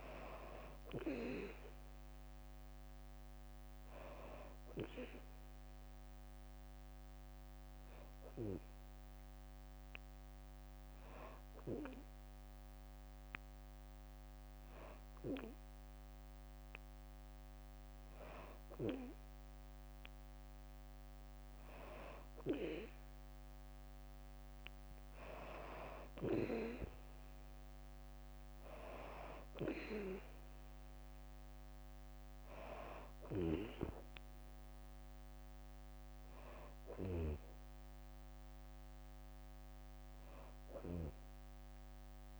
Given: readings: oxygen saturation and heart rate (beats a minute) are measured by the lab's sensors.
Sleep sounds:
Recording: breathing in sleep by a microphone on the trachea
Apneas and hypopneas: 1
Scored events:
0.00-1.50 s: long interval between heartbeats (device-marked, heart rate 32 extreme)
0.00-10.00 s: bradycardia (device-marked)
1.00-3.00 s: drop in pulse transit time (device-marked, heart rate 108 before, 32 extreme)
8.50-18.50 s: hypopnea (oxygen 96% before, 92% lowest, heart rate 60 before, 64 extreme, up 42 after)
20.00-22.50 s: arousal
26.00-42.39 s: oxygen desaturation (device-marked, oxygen 96% before, 92% lowest, heart rate 53 before, 62 extreme)
41.00-42.39 s: tachycardia (device-marked, heart rate 78 before, 197 extreme)
From the record:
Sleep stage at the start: N2 (light sleep)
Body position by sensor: on the back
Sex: female

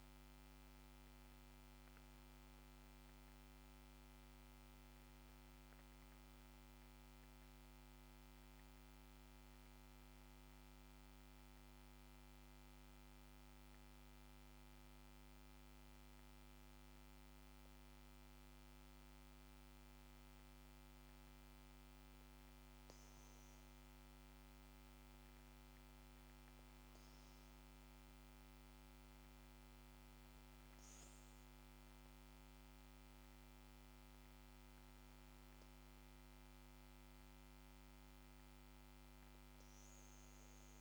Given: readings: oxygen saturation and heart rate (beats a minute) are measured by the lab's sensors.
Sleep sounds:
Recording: breathing in sleep, hard to hear, by a microphone on the trachea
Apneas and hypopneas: 1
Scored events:
0.50-5.00 s: arousal
12.00-25.00 s: hypopnea (oxygen 95% before, 93% lowest, heart rate 58 before, 56 extreme, up 5 after)
26.50-31.00 s: arousal
From the record:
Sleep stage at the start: N2 (light sleep)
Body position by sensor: on the back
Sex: male

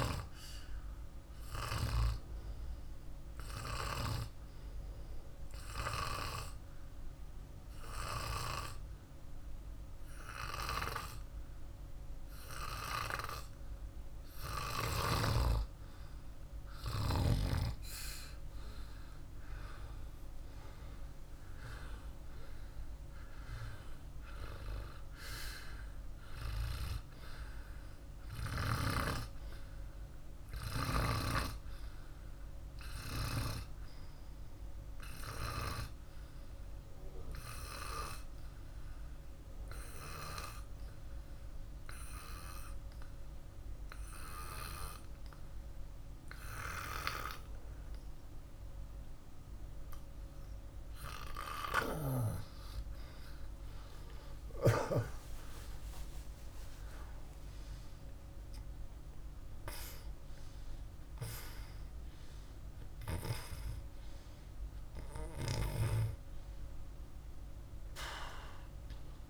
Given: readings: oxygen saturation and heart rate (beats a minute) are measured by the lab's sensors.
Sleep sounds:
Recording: breathing in sleep by a room microphone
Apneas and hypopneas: 2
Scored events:
4.50-15.00 s: obstructive apnea (oxygen 99% before, 94% lowest, heart rate 51 before, 49 extreme, up 1 after)
18.00-21.50 s: arousal
37.00-52.00 s: obstructive apnea (oxygen 98% before, 91% lowest, heart rate 50 before, 49 extreme, up 10 after)
54.50-57.50 s: arousal
64.00-69.00 s: oxygen desaturation (device-marked, oxygen 98% before, 94% lowest, heart rate 53 before, 49 extreme)
From the record:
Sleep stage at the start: N2 (light sleep)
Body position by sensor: on the back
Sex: male

